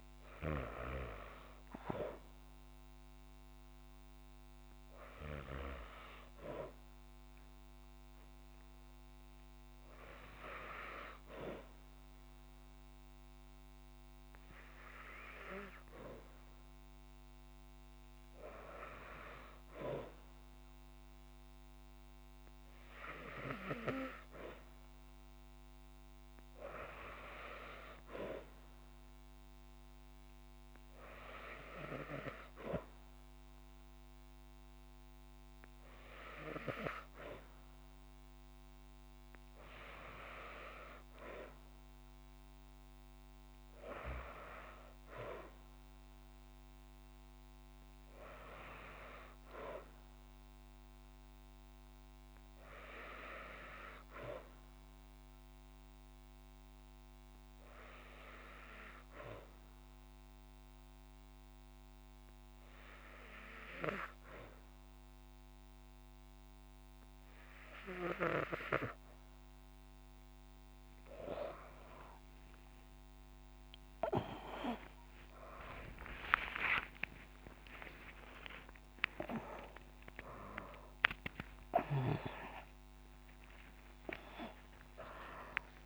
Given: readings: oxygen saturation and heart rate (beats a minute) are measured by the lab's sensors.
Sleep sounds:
breathing in sleep by a microphone on the trachea; 1
58.00-68.50 s: hypopnea (oxygen 96% before, 94% lowest, heart rate 63 before, 60 extreme, up 27 after)
72.00-78.00 s: arousal
78.00-85.86 s: new sleep stage, N1 (lightest sleep)
From the record:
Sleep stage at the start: N2 (light sleep); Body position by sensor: on the back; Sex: female

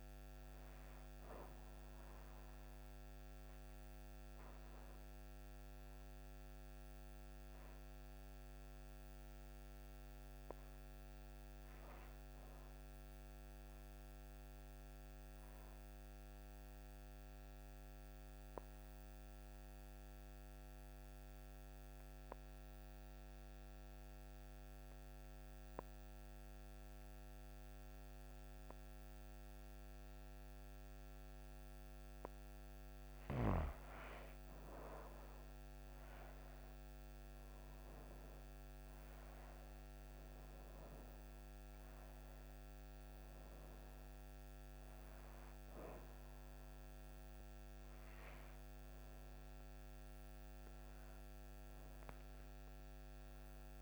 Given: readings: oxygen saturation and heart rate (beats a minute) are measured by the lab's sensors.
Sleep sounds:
breathing in sleep, hard to hear, by a microphone on the trachea; 1
0.00-19.00 s: oxygen desaturation (device-marked, oxygen 87% lowest)
14.50-31.50 s: obstructive apnea (oxygen 97% before, 84% lowest)
34.00-38.00 s: arousal
36.00-53.82 s: oxygen desaturation (device-marked, oxygen 98% before, 84% lowest)
From the record:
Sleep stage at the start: N2 (light sleep); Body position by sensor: on the back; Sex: female

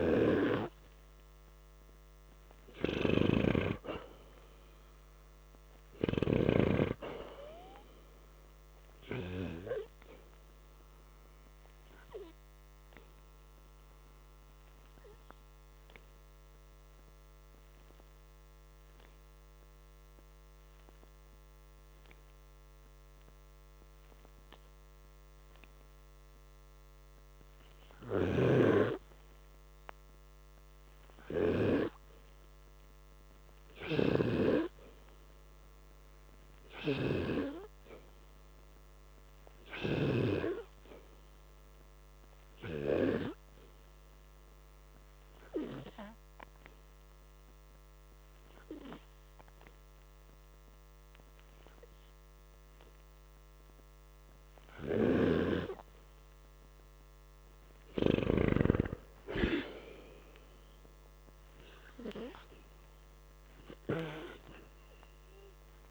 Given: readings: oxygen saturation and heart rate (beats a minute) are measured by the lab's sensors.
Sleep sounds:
breathing in sleep by a microphone on the trachea; 2
0.00-13.50 s: oxygen desaturation (device-marked, oxygen 89% lowest, heart rate 50 extreme)
10.50-20.50 s: obstructive apnea (oxygen 97% before, 88% lowest, heart rate 55 before, 50 extreme, up 3 after)
22.50-33.50 s: oxygen desaturation (device-marked, oxygen 95% before, 88% lowest, heart rate 56 before, 50 extreme)
23.50-26.50 s: arousal
32.50-49.50 s: obstructive apnea (oxygen 95% before, 89% lowest, heart rate 57 before, 51 extreme, up 6 after)
47.50-61.50 s: oxygen desaturation (device-marked, oxygen 96% before, 89% lowest, heart rate 53 before, 56 extreme)
51.50-54.50 s: arousal
From the record:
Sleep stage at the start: N2 (light sleep); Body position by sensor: on the back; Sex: male

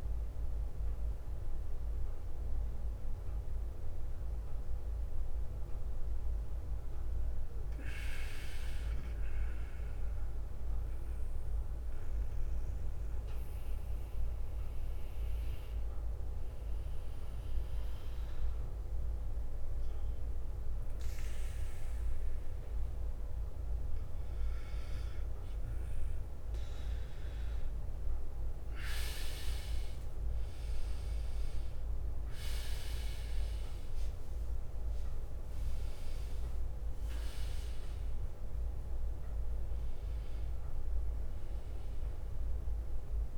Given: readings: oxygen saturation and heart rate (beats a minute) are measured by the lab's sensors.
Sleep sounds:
breathing in sleep, hard to hear, by a room microphone; 1
0.00-7.00 s: bradycardia (device-marked, heart rate 56 extreme)
0.00-16.00 s: oxygen desaturation (device-marked, oxygen 91% lowest, heart rate 56 extreme)
0.00-18.00 s: drop in pulse transit time (device-marked, heart rate 56 extreme)
10.00-23.50 s: mixed apnea (oxygen 99% before, 92% lowest, heart rate 61 before, 59 extreme, up 4 after)
22.00-24.00 s: bradycardia (device-marked, heart rate 68 before, 60 extreme)
27.00-43.38 s: oxygen desaturation (device-marked, oxygen 99% before, 92% lowest, heart rate 60 before, 57 extreme)
28.50-33.50 s: arousal
28.50-34.00 s: leg movement (device-marked)
From the record:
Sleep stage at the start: N2 (light sleep); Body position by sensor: on the back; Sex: male

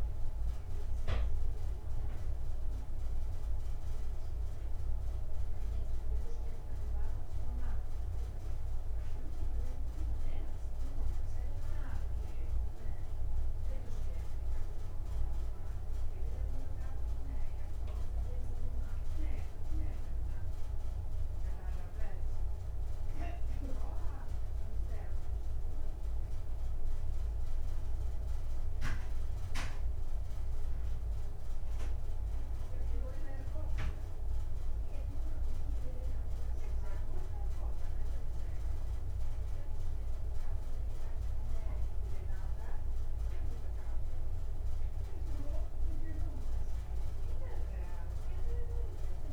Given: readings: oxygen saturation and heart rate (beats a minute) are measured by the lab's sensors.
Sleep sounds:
breathing in sleep, hard to hear, by a room microphone; none
none scored
From the record:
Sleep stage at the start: N1 (lightest sleep); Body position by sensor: on the back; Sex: male

